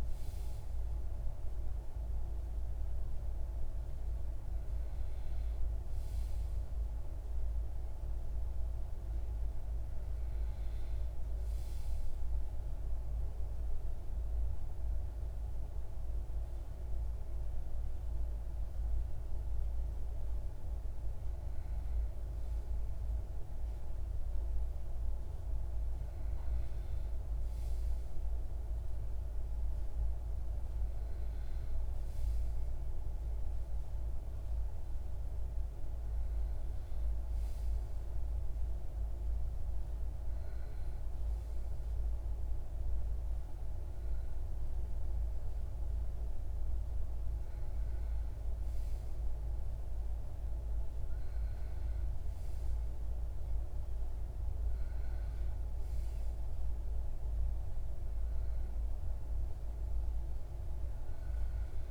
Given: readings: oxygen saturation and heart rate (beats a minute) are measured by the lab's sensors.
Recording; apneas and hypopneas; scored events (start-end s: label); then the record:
breathing in sleep, hard to hear, by a room microphone; 1
10.50-21.00 s: central apnea (oxygen 96% before, 94% lowest, heart rate 59 before, 55 extreme, up 0 after)
24.00-28.50 s: arousal
From the record:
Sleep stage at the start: REM sleep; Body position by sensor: on the back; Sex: male